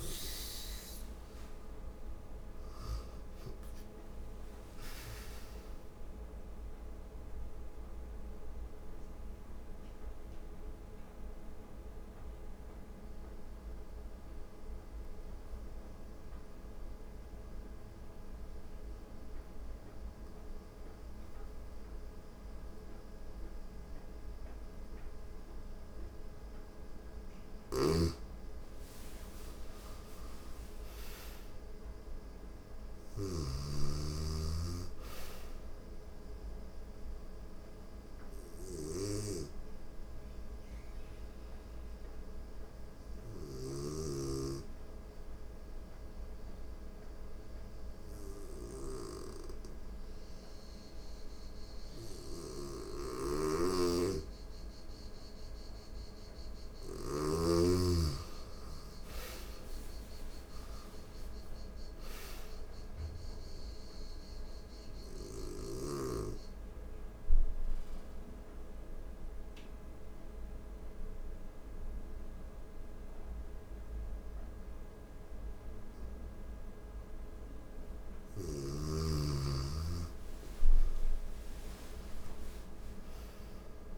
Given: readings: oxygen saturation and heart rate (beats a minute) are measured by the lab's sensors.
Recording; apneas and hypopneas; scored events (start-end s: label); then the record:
breathing in sleep by a room microphone; 3
0.00-3.00 s: arousal
5.50-27.00 s: mixed apnea (oxygen 96% before, 86% lowest, heart rate 84 before, 79 extreme, up 6 after)
6.00-23.00 s: oxygen desaturation (device-marked, oxygen 96% before, 89% lowest, heart rate 84 before, 79 extreme)
27.00-43.00 s: snoring (device-marked)
28.50-32.00 s: arousal
34.00-54.00 s: oxygen desaturation (device-marked, oxygen 99% before, 86% lowest, heart rate 83 before, 82 extreme)
37.50-55.50 s: obstructive apnea (oxygen 99% before, 86% lowest, heart rate 83 before, 81 extreme, up 4 after)
51.50-57.00 s: snoring (device-marked)
57.50-61.50 s: arousal
64.00-77.00 s: obstructive apnea (oxygen 98% before, 88% lowest, heart rate 83 before, 81 extreme, up 25 after)
64.00-81.00 s: oxygen desaturation (device-marked, oxygen 98% before, 89% lowest, heart rate 83 before, 81 extreme)
79.00-83.50 s: arousal
From the record:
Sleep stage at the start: N2 (light sleep); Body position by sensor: on the right side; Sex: female